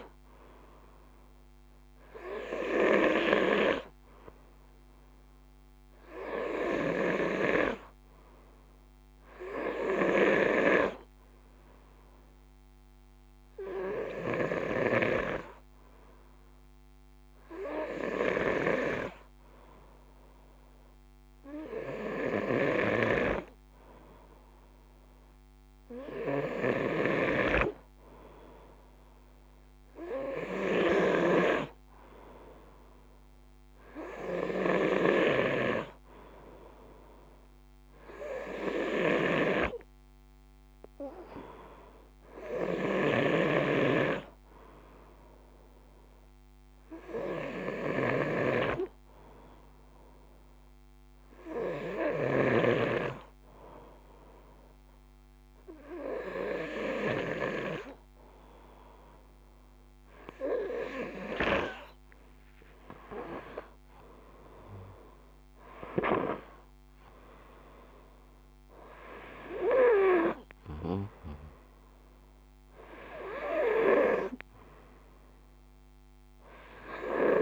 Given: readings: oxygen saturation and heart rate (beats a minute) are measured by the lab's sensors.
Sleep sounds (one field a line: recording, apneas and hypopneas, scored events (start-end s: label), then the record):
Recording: breathing in sleep by a microphone on the trachea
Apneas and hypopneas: 1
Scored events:
21.50-30.50 s: snoring (device-marked)
38.00-51.50 s: snoring (device-marked)
45.00-57.00 s: hypopnea (oxygen 95% before, 94% lowest, heart rate 55 before, 55 extreme, up 3 after)
58.00-61.50 s: arousal
From the record:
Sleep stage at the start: N2 (light sleep)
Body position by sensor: on the front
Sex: male